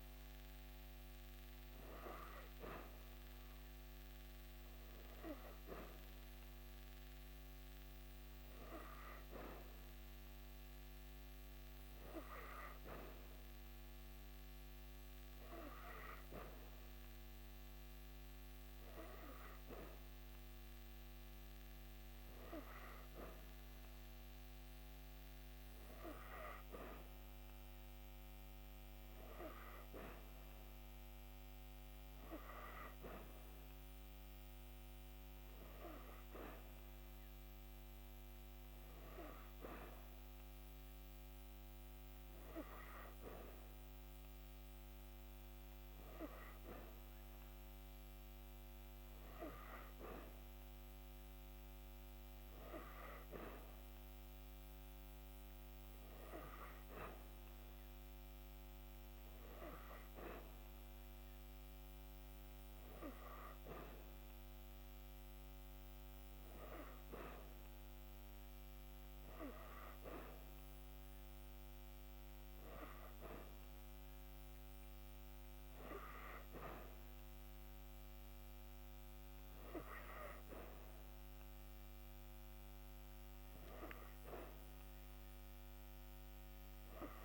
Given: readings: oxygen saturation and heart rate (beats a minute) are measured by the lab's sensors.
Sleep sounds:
breathing in sleep by a microphone on the trachea; none
none scored
From the record:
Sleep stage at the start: N3 (deep sleep); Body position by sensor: on the back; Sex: female

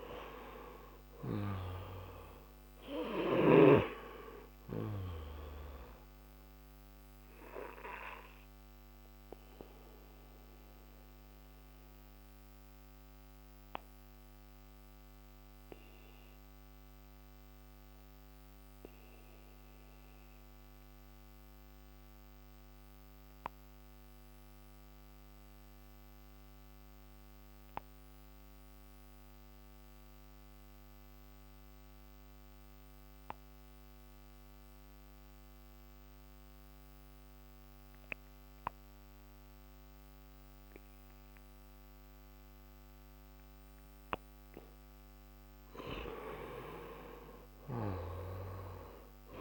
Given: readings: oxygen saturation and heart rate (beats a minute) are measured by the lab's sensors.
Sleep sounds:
breathing in sleep by a microphone on the trachea; 1
0.00-28.00 s: oxygen desaturation (device-marked, oxygen 84% lowest)
9.00-44.00 s: obstructive apnea (oxygen 96% before, 84% lowest)
43.00-49.41 s: oxygen desaturation (device-marked, oxygen 98% before, 85% lowest)
45.50-48.50 s: arousal
From the record:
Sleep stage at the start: N2 (light sleep); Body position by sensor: on the back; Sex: male

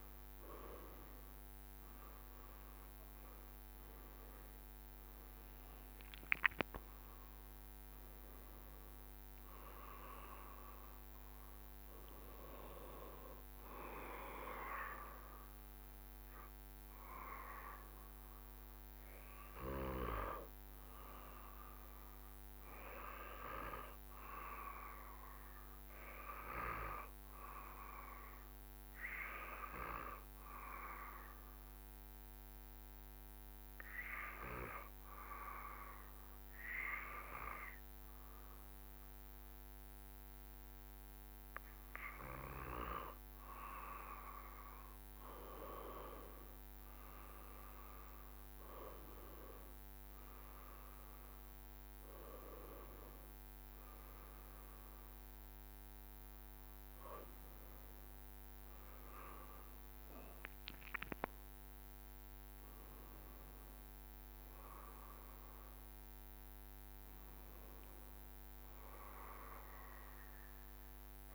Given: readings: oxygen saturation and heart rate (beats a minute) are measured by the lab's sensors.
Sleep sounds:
breathing in sleep by a microphone on the trachea; 1
0.00-2.50 s: arousal
0.00-21.00 s: oxygen desaturation (device-marked, oxygen 91% lowest, heart rate 65 extreme)
5.00-15.00 s: drop in pulse transit time (device-marked, heart rate 67 before, 72 extreme)
24.00-42.50 s: hypopnea (oxygen 96% before, 94% lowest, heart rate 72 before, 66 extreme, up 3 after)
48.50-53.50 s: arousal
51.00-53.00 s: long interval between heartbeats (device-marked, heart rate 67 before, 68 extreme)
From the record:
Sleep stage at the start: N2 (light sleep); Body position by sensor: on the back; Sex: male

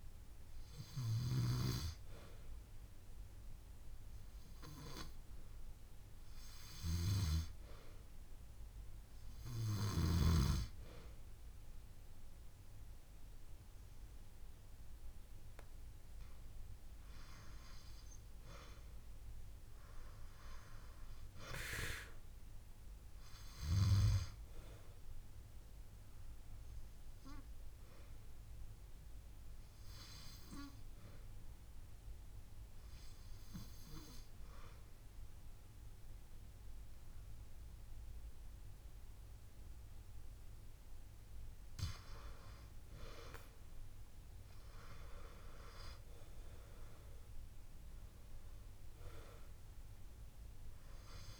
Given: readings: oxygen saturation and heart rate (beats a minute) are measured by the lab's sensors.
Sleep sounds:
breathing in sleep by a room microphone; 1
31.00-41.50 s: obstructive apnea (oxygen 93% before, 88% lowest)
44.00-48.00 s: arousal
46.50-48.50 s: long interval between heartbeats (device-marked)
47.00-51.40 s: oxygen desaturation (device-marked, oxygen 94% before, 88% lowest)
From the record:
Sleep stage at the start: N2 (light sleep); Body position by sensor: on the back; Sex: female

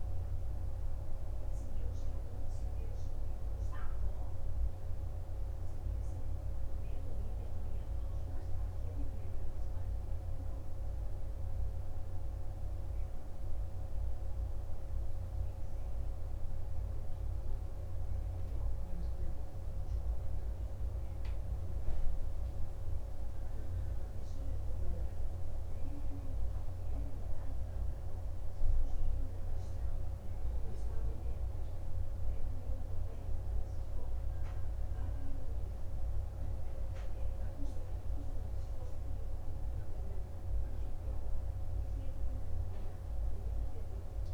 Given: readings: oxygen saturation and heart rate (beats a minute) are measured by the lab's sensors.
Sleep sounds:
breathing in sleep, hard to hear, by a room microphone; none
none scored
From the record:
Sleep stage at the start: N2 (light sleep); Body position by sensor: on the right side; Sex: male

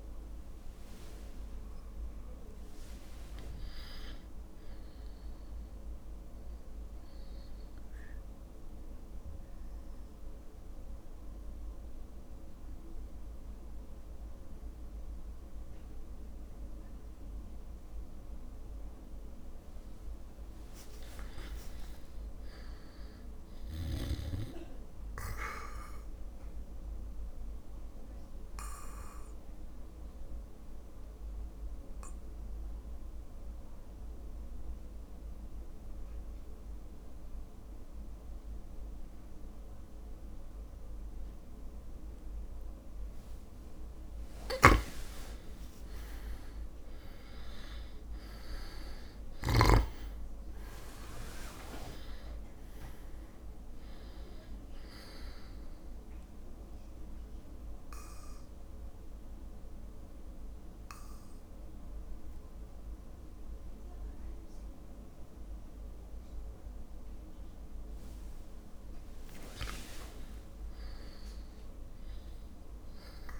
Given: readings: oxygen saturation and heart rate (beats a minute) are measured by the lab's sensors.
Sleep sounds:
breathing in sleep by a room microphone; 3
0.00-3.50 s: oxygen desaturation (device-marked, oxygen 95% lowest, heart rate 57 extreme)
0.00-4.50 s: arousal
4.50-16.50 s: drop in pulse transit time (device-marked, heart rate 59 before, 58 extreme)
7.00-19.00 s: obstructive apnea (oxygen 100% before, 95% lowest, heart rate 59 before, 57 extreme, up 3 after)
7.50-9.50 s: long interval between heartbeats (device-marked, heart rate 59 before, 60 extreme)
15.00-17.00 s: long interval between heartbeats (device-marked, heart rate 59 before, 58 extreme)
20.00-23.00 s: arousal
26.50-42.50 s: obstructive apnea (oxygen 100% before, 95% lowest, heart rate 59 before, 58 extreme, up 3 after)
43.50-52.50 s: drop in pulse transit time (device-marked, heart rate 59 before, 58 extreme)
44.50-50.00 s: snoring (device-marked)
46.00-50.00 s: arousal
55.50-73.40 s: oxygen desaturation (device-marked, oxygen 98% before, 95% lowest, heart rate 59 before, 57 extreme)
56.50-68.00 s: obstructive apnea (oxygen 99% before, 95% lowest, heart rate 60 before, 57 extreme, up 3 after)
64.50-73.40 s: drop in pulse transit time (device-marked, heart rate 60 before, 58 extreme)
From the record:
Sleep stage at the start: REM sleep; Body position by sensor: on the back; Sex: male

